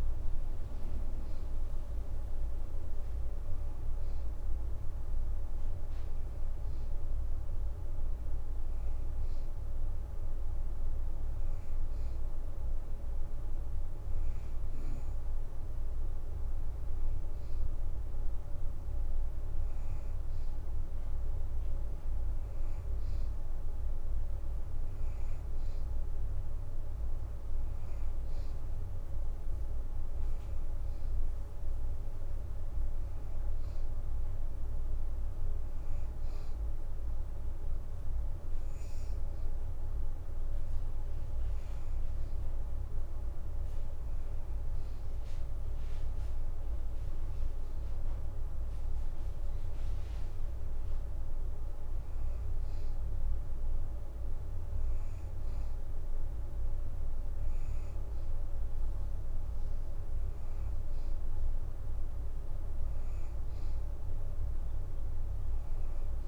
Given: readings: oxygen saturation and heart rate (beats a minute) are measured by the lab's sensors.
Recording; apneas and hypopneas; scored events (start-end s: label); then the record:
breathing in sleep, hard to hear, by a room microphone; none
16.50-17.50 s: leg movement (device-marked)
22.50-24.50 s: leg movement (device-marked)
34.00-35.00 s: leg movement (device-marked)
From the record:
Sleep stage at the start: N2 (light sleep); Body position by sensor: on the right side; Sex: female